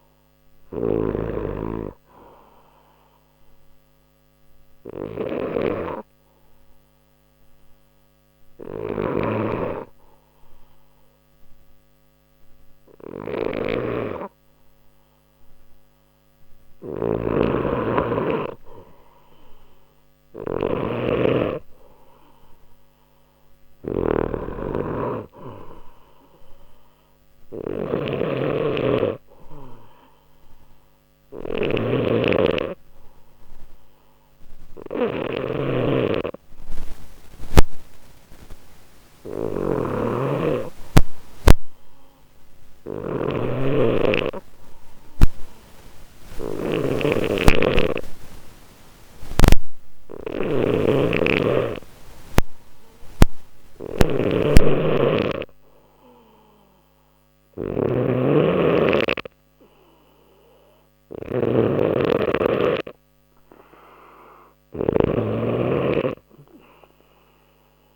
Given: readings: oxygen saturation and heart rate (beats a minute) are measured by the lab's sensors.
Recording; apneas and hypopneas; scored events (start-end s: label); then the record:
breathing in sleep by a microphone on the trachea; 2
0.00-67.96 s: snoring (device-marked)
3.00-16.50 s: obstructive apnea (oxygen 97% before, 91% lowest, heart rate 61 before, 60 extreme, up 0 after)
9.50-18.50 s: oxygen desaturation (device-marked, oxygen 95% before, 91% lowest, heart rate 61 before, 60 extreme)
20.00-22.50 s: arousal
41.50-55.00 s: obstructive apnea (oxygen 97% before, 91% lowest, heart rate 60 before, 59 extreme, up 3 after)
62.50-66.00 s: arousal
From the record:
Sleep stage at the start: N2 (light sleep); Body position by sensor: on the back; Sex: male